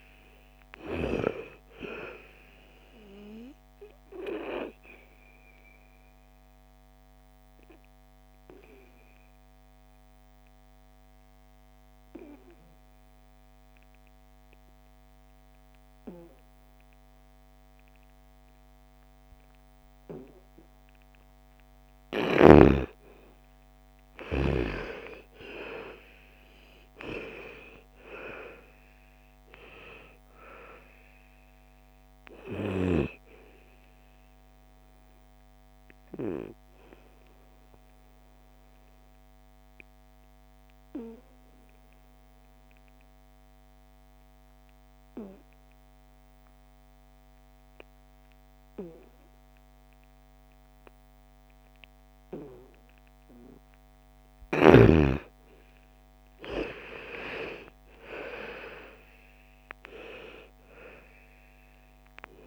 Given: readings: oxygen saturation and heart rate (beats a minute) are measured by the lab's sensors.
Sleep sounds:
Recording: breathing in sleep by a microphone on the trachea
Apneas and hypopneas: 2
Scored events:
0.00-17.00 s: oxygen desaturation (device-marked, oxygen 82% lowest, heart rate 55 extreme)
4.00-20.50 s: obstructive apnea (oxygen 99% before, 82% lowest, heart rate 59 before, 55 extreme, up 10 after)
23.00-27.00 s: arousal
28.00-45.00 s: oxygen desaturation (device-marked, oxygen 99% before, 85% lowest, heart rate 57 before, 55 extreme)
37.00-53.00 s: obstructive apnea (oxygen 99% before, 81% lowest, heart rate 62 before, 55 extreme, up 11 after)
55.50-59.50 s: arousal
57.00-62.47 s: oxygen desaturation (device-marked, oxygen 99% before, 83% lowest, heart rate 57 before, 54 extreme)
From the record:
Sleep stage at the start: N2 (light sleep)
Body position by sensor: on the back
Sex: female

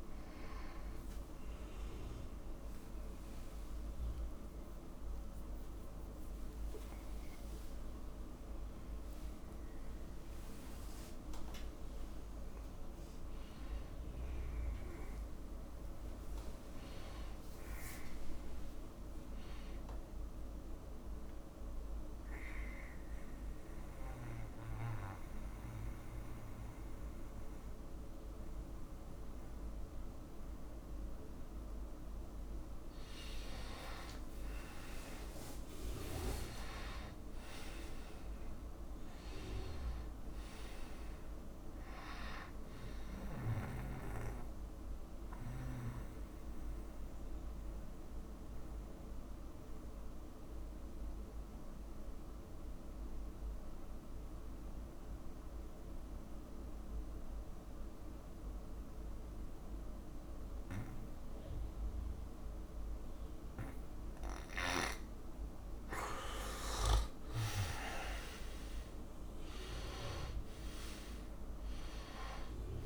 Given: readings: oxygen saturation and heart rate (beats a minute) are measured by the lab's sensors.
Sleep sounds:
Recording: breathing in sleep by a room microphone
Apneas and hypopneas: 2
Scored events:
0.00-20.00 s: oxygen desaturation (device-marked, oxygen 89% lowest, heart rate 59 extreme)
1.00-10.00 s: tachycardia (device-marked, heart rate 70 before, 160 extreme)
16.00-20.00 s: arousal
21.50-33.50 s: central apnea (oxygen 98% before, 88% lowest, heart rate 109 before, 59 extreme, up 19 after)
35.50-39.50 s: arousal
42.00-57.00 s: oxygen desaturation (device-marked, oxygen 98% before, 93% lowest, heart rate 74 before, 56 extreme)
44.50-65.00 s: mixed apnea (oxygen 100% before, 88% lowest, heart rate 72 before, 56 extreme, up 8 after)
67.00-71.00 s: arousal
70.00-72.86 s: oxygen desaturation (device-marked, oxygen 99% before, 88% lowest, heart rate 60 before, 56 extreme)
From the record:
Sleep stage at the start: N2 (light sleep)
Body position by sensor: on the back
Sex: male

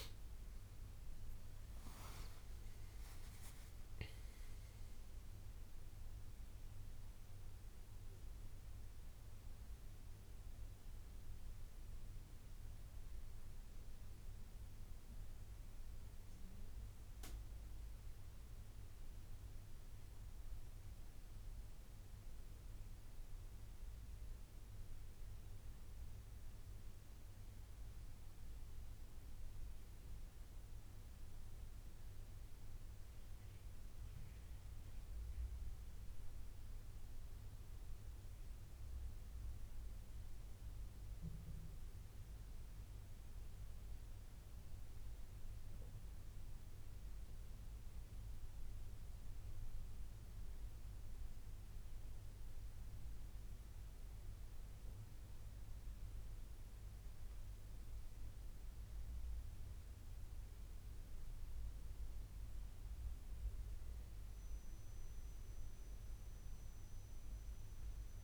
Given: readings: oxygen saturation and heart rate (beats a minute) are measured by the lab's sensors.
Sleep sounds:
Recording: a person awake in a sleep study, hard to hear, by a room microphone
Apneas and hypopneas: none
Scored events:
none scored
From the record:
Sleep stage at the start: awake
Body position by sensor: on the back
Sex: male

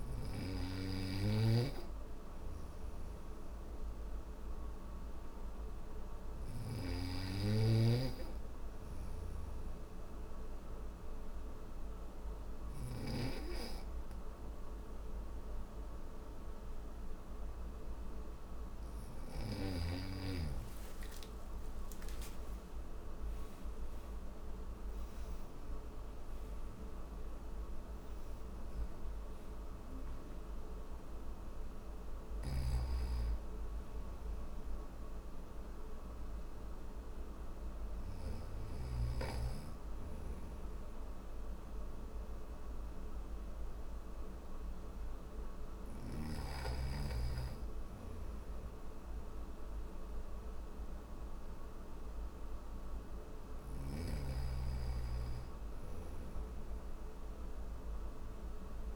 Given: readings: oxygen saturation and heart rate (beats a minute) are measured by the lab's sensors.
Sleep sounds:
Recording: breathing in sleep by a room microphone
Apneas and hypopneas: none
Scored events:
8.00-12.00 s: snoring (device-marked)
31.00-37.50 s: snoring (device-marked)
55.00-58.96 s: snoring (device-marked)
From the record:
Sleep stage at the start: N3 (deep sleep)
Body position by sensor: on the right side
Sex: male

